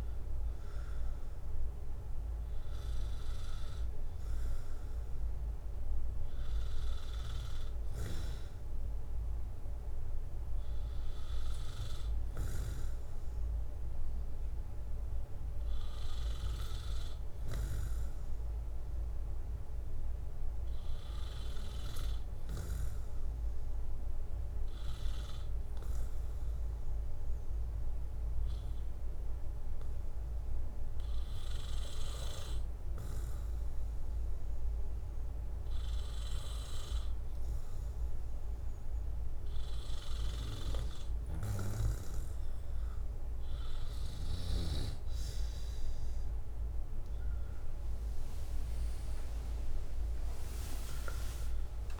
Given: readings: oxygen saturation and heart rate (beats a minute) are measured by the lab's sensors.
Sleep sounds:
breathing in sleep by a room microphone; 1
26.50-41.00 s: obstructive apnea (oxygen 95% before, 90% lowest, heart rate 64 before, 65 extreme, up 7 after)
42.50-52.00 s: oxygen desaturation (device-marked, oxygen 94% before, 90% lowest, heart rate 66 before, 66 extreme)
49.50-52.00 s: drop in pulse transit time (device-marked, heart rate 68 before, 73 extreme)
From the record:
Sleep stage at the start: N2 (light sleep); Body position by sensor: on the back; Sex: male

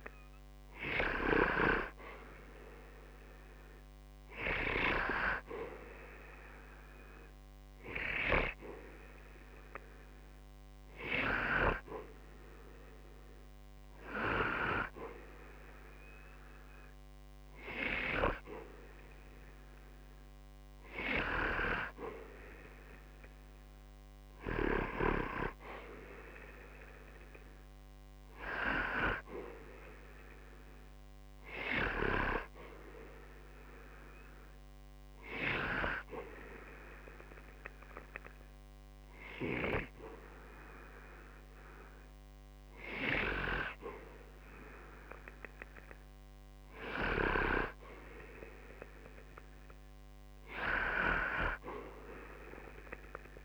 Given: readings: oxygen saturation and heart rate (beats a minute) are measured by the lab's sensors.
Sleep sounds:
breathing in sleep by a microphone on the trachea; 1
0.00-1.00 s: arousal
0.00-18.00 s: oxygen desaturation (device-marked, oxygen 90% lowest, heart rate 60 extreme)
34.00-45.00 s: hypopnea (oxygen 93% before, 91% lowest, heart rate 61 before, 60 extreme, up 3 after)
47.50-51.00 s: arousal
From the record:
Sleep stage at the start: N2 (light sleep); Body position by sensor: on the back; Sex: male

